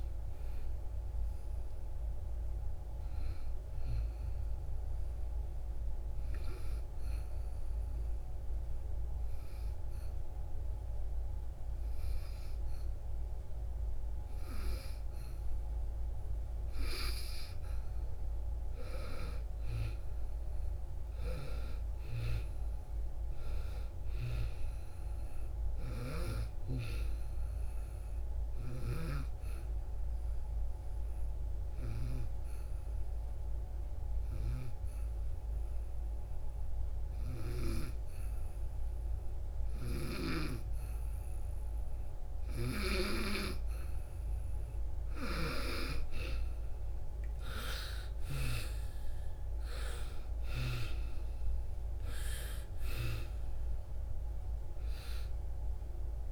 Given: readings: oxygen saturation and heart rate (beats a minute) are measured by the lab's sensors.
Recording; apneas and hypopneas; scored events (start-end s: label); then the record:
breathing in sleep by a room microphone; 2
0.00-4.00 s: oxygen desaturation (device-marked, oxygen 80% lowest)
6.50-18.50 s: obstructive apnea (oxygen 98% before, 87% lowest)
21.00-25.00 s: arousal
22.00-37.00 s: oxygen desaturation (device-marked, oxygen 97% before, 89% lowest)
29.50-43.00 s: obstructive apnea (oxygen 98% before, 87% lowest)
44.00-56.32 s: oxygen desaturation (device-marked, oxygen 96% before, 87% lowest)
44.50-48.00 s: snoring (device-marked)
45.50-49.50 s: arousal
47.00-56.32 s: new sleep stage, N1 (lightest sleep)
From the record:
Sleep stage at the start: N2 (light sleep); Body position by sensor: on the back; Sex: female